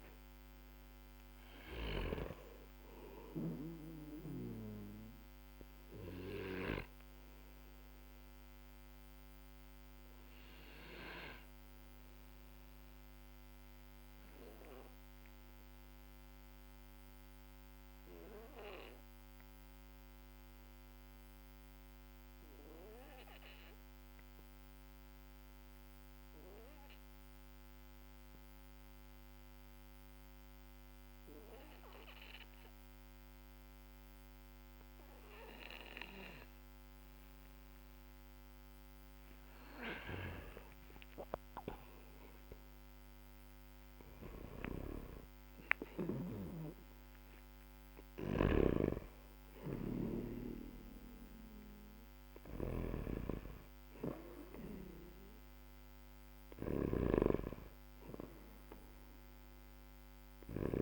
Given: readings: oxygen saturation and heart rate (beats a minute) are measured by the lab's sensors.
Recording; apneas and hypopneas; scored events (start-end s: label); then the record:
breathing in sleep by a microphone on the trachea; 1
0.00-2.00 s: snoring (device-marked)
0.00-25.00 s: oxygen desaturation (device-marked, oxygen 93% lowest, heart rate 44 extreme)
5.50-42.50 s: obstructive apnea (oxygen 99% before, 93% lowest, heart rate 55 before, 44 extreme, up 7 after)
44.00-48.00 s: arousal
44.00-60.50 s: snoring (device-marked)
From the record:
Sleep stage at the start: N2 (light sleep); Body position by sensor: on the back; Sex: male